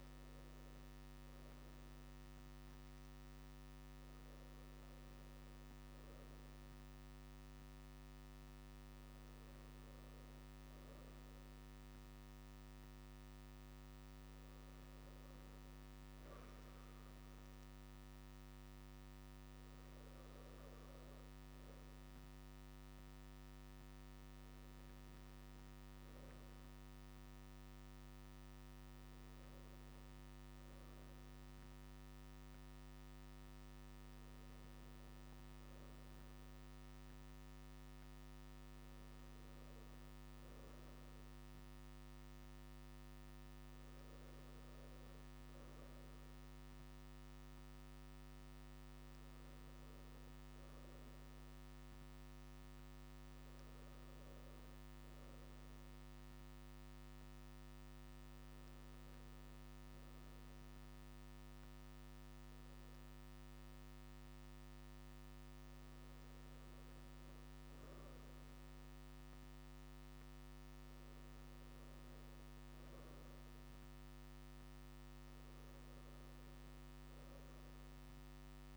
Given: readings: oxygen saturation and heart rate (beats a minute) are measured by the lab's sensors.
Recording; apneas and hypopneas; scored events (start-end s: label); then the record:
breathing in sleep, hard to hear, by a microphone on the trachea; none
none scored
From the record:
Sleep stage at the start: N2 (light sleep); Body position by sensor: on the right side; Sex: male